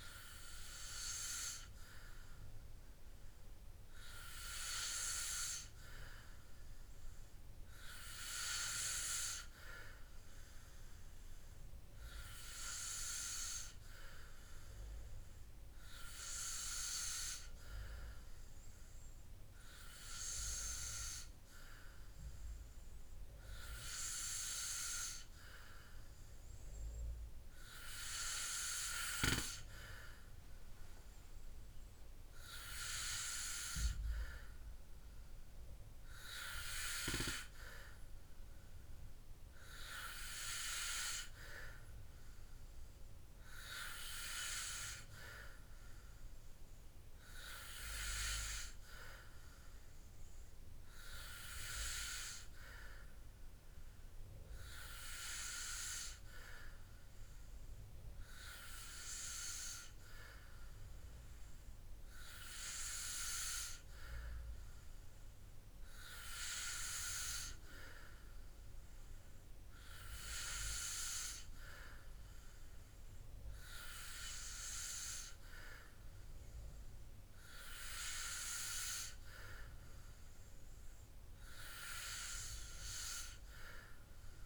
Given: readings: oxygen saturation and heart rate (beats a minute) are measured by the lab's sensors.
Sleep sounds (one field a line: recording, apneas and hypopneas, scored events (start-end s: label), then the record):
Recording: breathing in sleep by a room microphone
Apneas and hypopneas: none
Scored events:
none scored
From the record:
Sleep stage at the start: N3 (deep sleep)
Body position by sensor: on the back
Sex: male